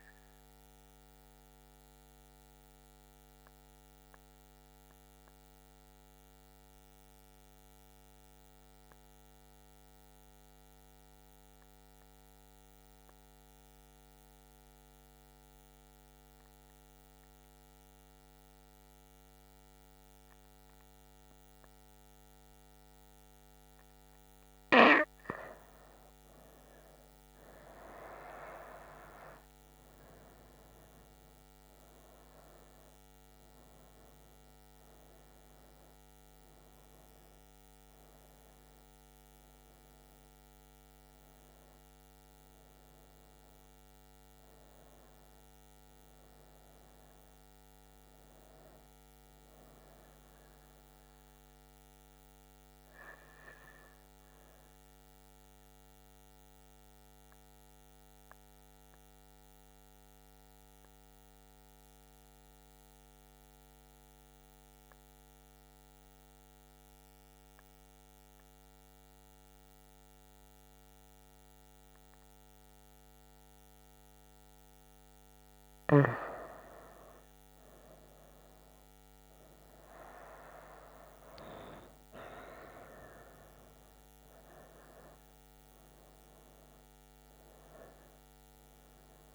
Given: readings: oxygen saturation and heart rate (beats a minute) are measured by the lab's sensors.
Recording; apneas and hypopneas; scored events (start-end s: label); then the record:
breathing in sleep by a microphone on the trachea; 2
1.00-25.50 s: mixed apnea (oxygen 97% before, 92% lowest, heart rate 70 before, 66 extreme, up 8 after)
20.00-51.00 s: oxygen desaturation (device-marked, oxygen 97% before, 92% lowest, heart rate 67 before, 64 extreme)
27.50-31.50 s: arousal
55.50-74.50 s: mixed apnea (oxygen 98% before, 94% lowest, heart rate 73 before, 64 extreme, up 7 after)
76.00-80.00 s: arousal
78.00-89.35 s: oxygen desaturation (device-marked, oxygen 98% before, 94% lowest, heart rate 67 before, 62 extreme)
From the record:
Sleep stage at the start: N2 (light sleep); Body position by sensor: on the right side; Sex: female